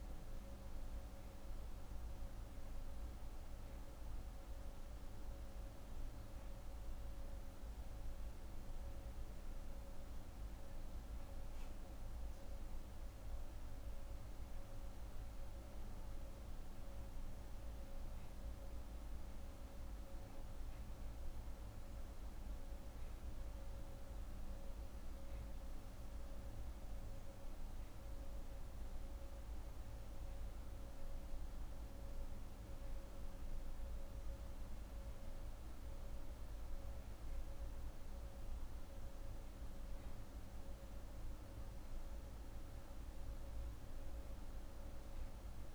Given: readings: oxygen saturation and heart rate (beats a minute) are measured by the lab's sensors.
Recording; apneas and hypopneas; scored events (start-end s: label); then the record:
breathing in sleep, hard to hear, by a room microphone; none
none scored
From the record:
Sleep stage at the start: N2 (light sleep); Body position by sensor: on the right side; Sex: female